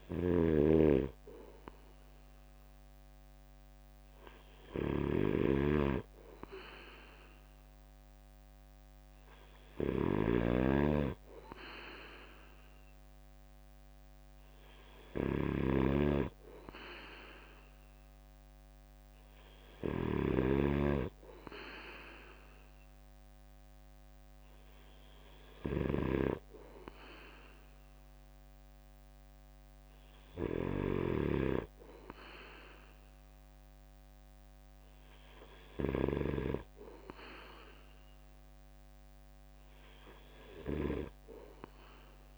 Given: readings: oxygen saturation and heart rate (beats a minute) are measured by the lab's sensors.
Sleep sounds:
breathing in sleep by a microphone on the trachea; none
0.00-36.00 s: snoring (device-marked)
From the record:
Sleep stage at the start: N3 (deep sleep); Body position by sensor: on the right side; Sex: male

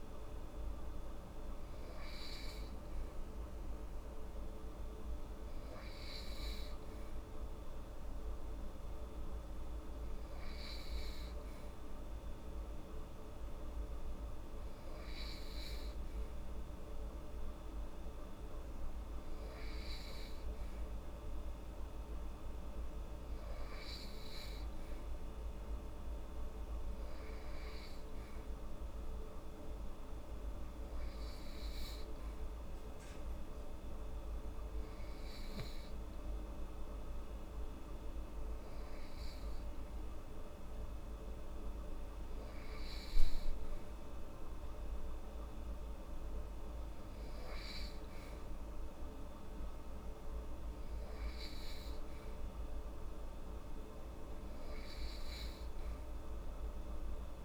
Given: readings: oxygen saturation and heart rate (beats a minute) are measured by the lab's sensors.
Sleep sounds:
breathing in sleep, hard to hear, by a room microphone; none
none scored
From the record:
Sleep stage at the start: N2 (light sleep); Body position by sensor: on the right side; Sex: female

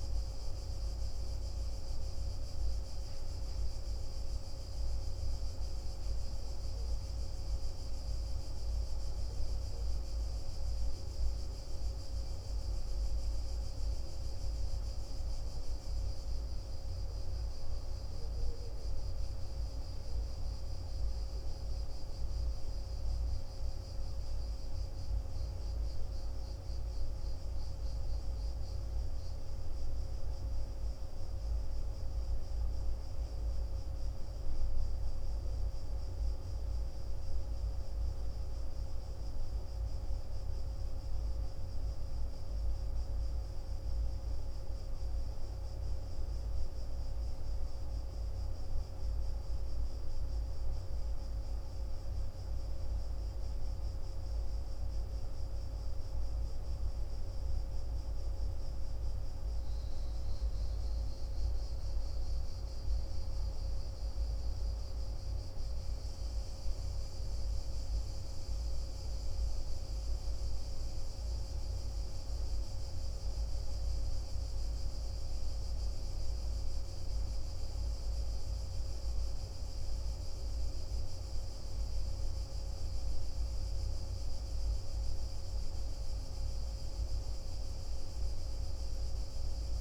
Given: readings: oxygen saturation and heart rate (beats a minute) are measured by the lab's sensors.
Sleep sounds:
a person awake in a sleep study, hard to hear, by a room microphone; none
72.00-89.81 s: new sleep stage, N1 (lightest sleep)
From the record:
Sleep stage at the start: awake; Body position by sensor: on the back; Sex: male

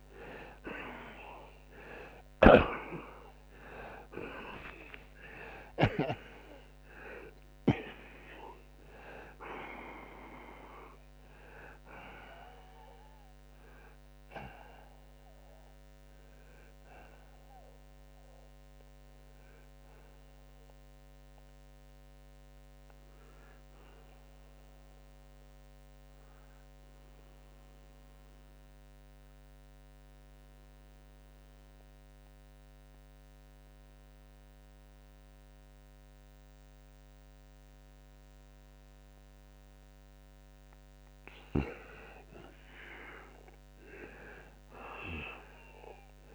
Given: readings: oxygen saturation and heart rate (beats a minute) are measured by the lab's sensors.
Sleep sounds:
breathing in sleep by a microphone on the trachea; 1
0.00-4.00 s: arousal
2.00-6.00 s: snoring (device-marked)
22.00-40.50 s: obstructive apnea (oxygen 93% before, 82% lowest, heart rate 99 before, 66 extreme, up 23 after)
29.00-46.35 s: oxygen desaturation (device-marked, oxygen 92% before, 82% lowest, heart rate 86 before, 66 extreme)
From the record:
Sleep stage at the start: N2 (light sleep); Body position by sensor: on the right side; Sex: male

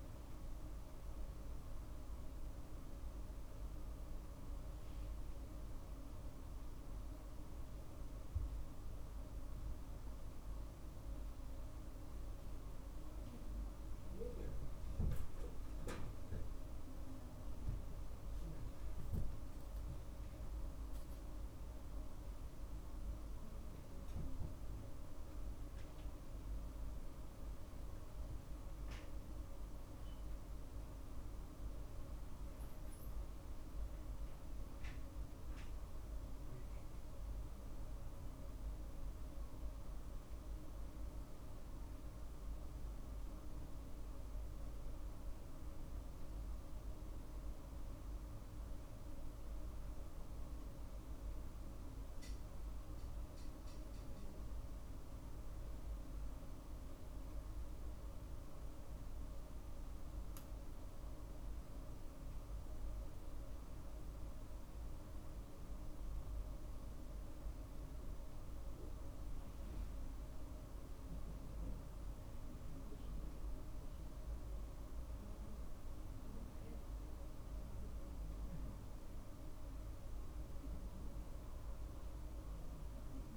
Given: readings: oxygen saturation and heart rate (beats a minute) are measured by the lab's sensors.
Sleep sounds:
a person awake in a sleep study, hard to hear, by a room microphone; none
none scored
From the record:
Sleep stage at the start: awake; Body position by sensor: on the right side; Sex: male

